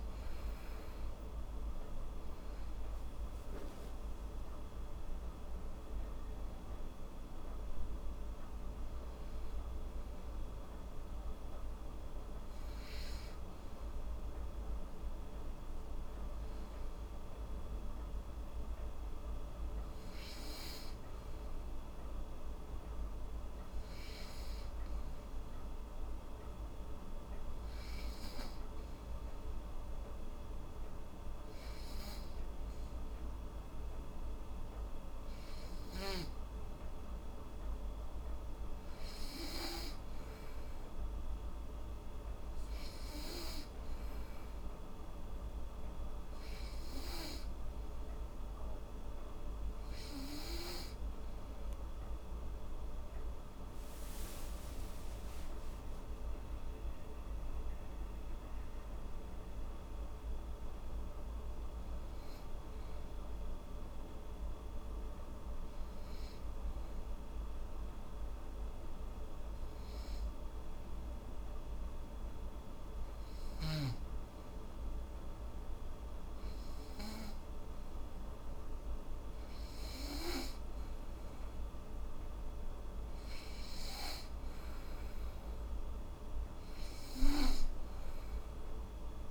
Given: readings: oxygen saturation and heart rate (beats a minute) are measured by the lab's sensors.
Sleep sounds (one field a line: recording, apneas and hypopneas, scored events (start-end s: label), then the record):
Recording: breathing in sleep, hard to hear, by a room microphone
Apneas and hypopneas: 2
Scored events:
0.00-1.00 s: arousal
0.00-13.50 s: oxygen desaturation (device-marked, oxygen 89% lowest, heart rate 78 extreme)
22.00-25.00 s: arousal
26.50-40.00 s: hypopnea (oxygen 96% before, 90% lowest, heart rate 81 before, 79 extreme, up 5 after)
36.50-53.50 s: oxygen desaturation (device-marked, oxygen 96% before, 90% lowest, heart rate 79 before, 77 extreme)
55.00-58.50 s: arousal
65.50-81.00 s: hypopnea (oxygen 94% before, 91% lowest, heart rate 88 before, 78 extreme, up 3 after)
80.50-89.31 s: oxygen desaturation (device-marked, oxygen 97% before, 91% lowest, heart rate 80 before, 76 extreme)
83.50-86.00 s: arousal
From the record:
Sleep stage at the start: N2 (light sleep)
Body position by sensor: on the back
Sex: female